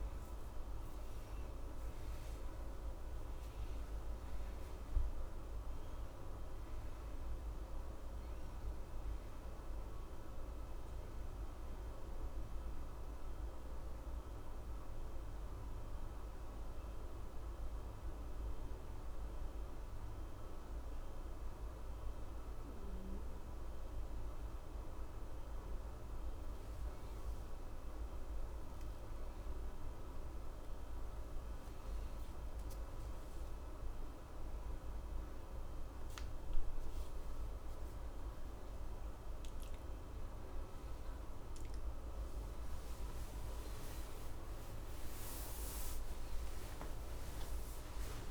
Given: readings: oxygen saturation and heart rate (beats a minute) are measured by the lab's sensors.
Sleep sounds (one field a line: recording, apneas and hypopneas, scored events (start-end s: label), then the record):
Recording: breathing in sleep, hard to hear, by a room microphone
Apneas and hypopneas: 1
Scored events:
12.50-26.00 s: hypopnea (oxygen 94% before, 89% lowest, heart rate 64 before, 63 extreme, up 1 after)
46.50-48.31 s: arousal
From the record:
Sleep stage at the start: N1 (lightest sleep)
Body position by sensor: on the back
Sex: male